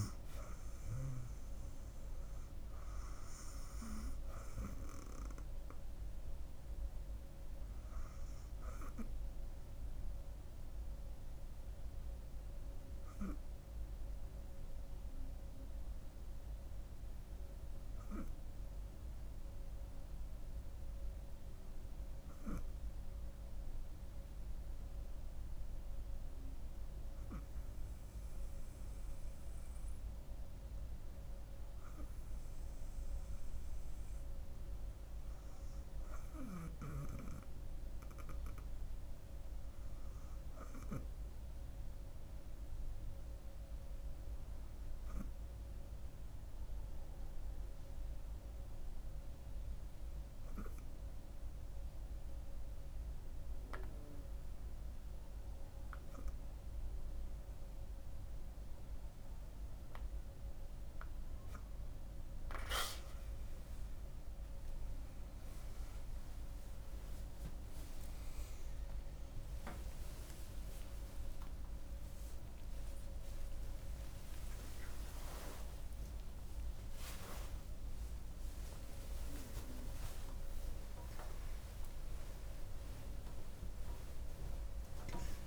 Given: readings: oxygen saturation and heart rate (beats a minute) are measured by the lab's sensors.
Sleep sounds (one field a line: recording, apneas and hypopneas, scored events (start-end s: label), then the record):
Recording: a person partly awake in a sleep study, by a room microphone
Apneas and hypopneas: 2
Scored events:
11.00-27.50 s: hypopnea (oxygen 99% before, 93% lowest, heart rate 71 before, 66 extreme, up 2 after)
12.00-31.00 s: oxygen desaturation (device-marked, oxygen 96% before, 93% lowest, heart rate 71 before, 65 extreme)
34.50-38.50 s: arousal
47.00-61.50 s: hypopnea (oxygen 98% before, 94% lowest, heart rate 70 before, 65 extreme, up 20 after)
57.00-85.47 s: new sleep stage, awake
From the record:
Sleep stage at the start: N2 (light sleep)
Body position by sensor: on the front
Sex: female